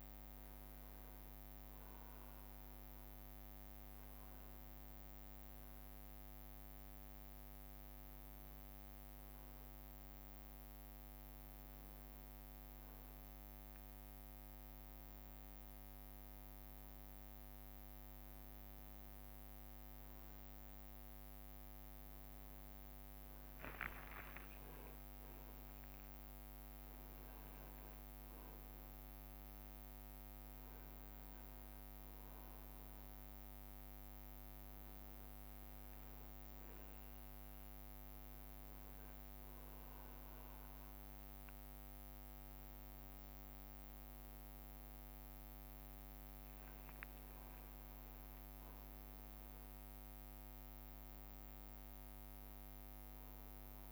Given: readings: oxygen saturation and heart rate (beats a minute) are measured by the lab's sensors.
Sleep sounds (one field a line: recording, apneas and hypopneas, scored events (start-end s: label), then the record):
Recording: breathing in sleep, hard to hear, by a microphone on the trachea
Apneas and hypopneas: none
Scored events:
0.00-5.00 s: leg movement (device-marked)
6.00-7.50 s: leg movement (device-marked)
13.50-19.00 s: leg movement (device-marked)
24.50-26.50 s: long interval between heartbeats (device-marked, heart rate 65 before, 87 extreme)
26.50-28.50 s: tachycardia (device-marked, heart rate 76 before, 83 extreme)
29.50-31.50 s: long interval between heartbeats (device-marked, heart rate 70 before, 105 extreme)
31.50-36.50 s: bradycardia (device-marked, heart rate 76 before, 56 extreme)
36.00-43.00 s: leg movement (device-marked)
36.50-38.50 s: long interval between heartbeats (device-marked, heart rate 75 before, 52 extreme)
45.50-53.92 s: leg movement (device-marked)
48.00-50.00 s: long interval between heartbeats (device-marked, heart rate 72 before, 70 extreme)
From the record:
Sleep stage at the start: N2 (light sleep)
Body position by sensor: on the back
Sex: male